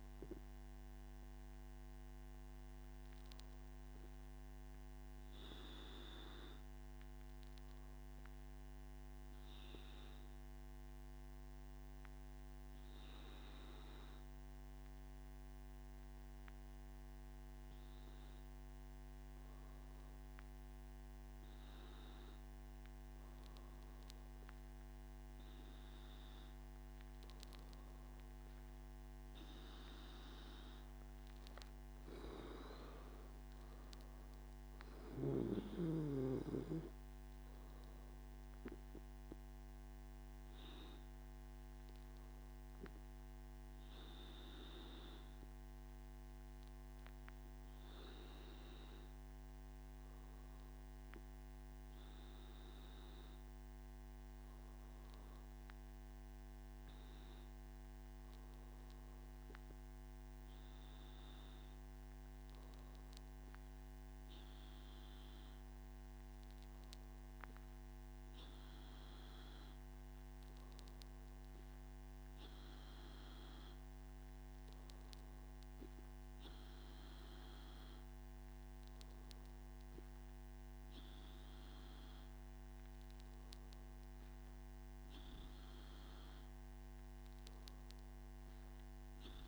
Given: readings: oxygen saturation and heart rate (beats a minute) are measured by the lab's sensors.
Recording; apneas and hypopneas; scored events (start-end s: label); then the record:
breathing in sleep, hard to hear, by a microphone on the trachea; none
none scored
From the record:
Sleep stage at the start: N3 (deep sleep); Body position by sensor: on the back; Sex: male